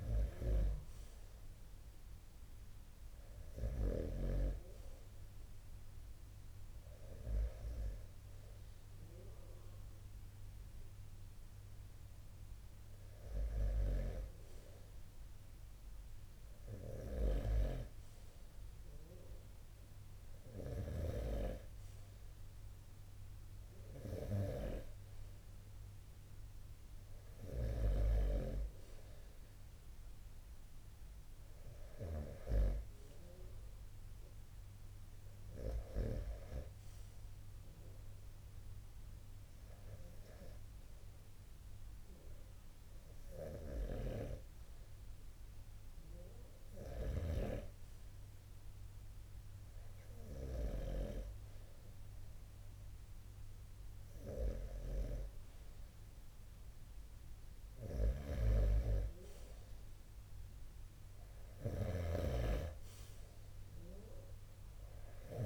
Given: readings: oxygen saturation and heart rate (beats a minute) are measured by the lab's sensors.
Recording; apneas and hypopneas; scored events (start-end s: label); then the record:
breathing in sleep by a room microphone; 1
10.00-27.00 s: oxygen desaturation (device-marked, oxygen 91% before, 87% lowest, heart rate 52 before, 34 extreme)
43.50-55.00 s: hypopnea (oxygen 89% before, 86% lowest, heart rate 46 before, 30 extreme, up 30 after)
57.00-65.46 s: snoring (device-marked)
60.50-65.00 s: arousal
From the record:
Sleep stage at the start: REM sleep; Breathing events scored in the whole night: 174 in 4.2 hours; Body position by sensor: on the right side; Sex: male